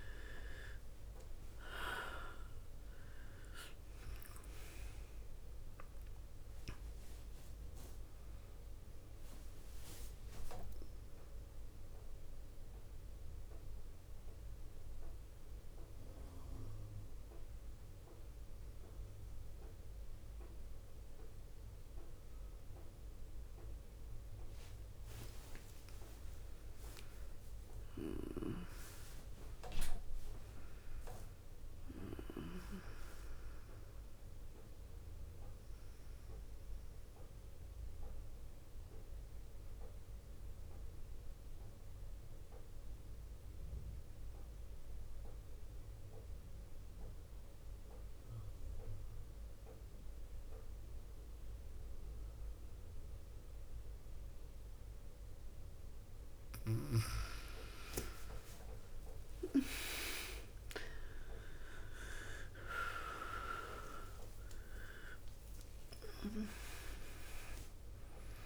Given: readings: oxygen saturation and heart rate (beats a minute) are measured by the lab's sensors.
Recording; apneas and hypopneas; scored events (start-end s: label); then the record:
breathing in sleep by a room microphone; 2
0.00-25.50 s: oxygen desaturation (device-marked, oxygen 83% lowest, heart rate 52 extreme)
10.50-24.00 s: central apnea (oxygen 100% before, 83% lowest, heart rate 60 before, 52 extreme, up 17 after)
25.00-27.00 s: long interval between heartbeats (device-marked, heart rate 58 before, 61 extreme)
25.50-31.00 s: arousal
37.00-55.50 s: mixed apnea (oxygen 100% before, 86% lowest, heart rate 60 before, 52 extreme, up 52 after)
55.50-68.46 s: oxygen desaturation (device-marked, oxygen 97% before, 86% lowest, heart rate 55 before, 55 extreme)
58.00-63.00 s: arousal
58.50-60.50 s: long interval between heartbeats (device-marked, heart rate 56 before, 76 extreme)
59.50-68.46 s: tachycardia (device-marked, heart rate 60 before, 163 extreme)
63.00-65.00 s: long interval between heartbeats (device-marked, heart rate 61 before, 107 extreme)
65.00-67.00 s: long interval between heartbeats (device-marked, heart rate 67 before, 130 extreme)
From the record:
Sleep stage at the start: N2 (light sleep); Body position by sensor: on the back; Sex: female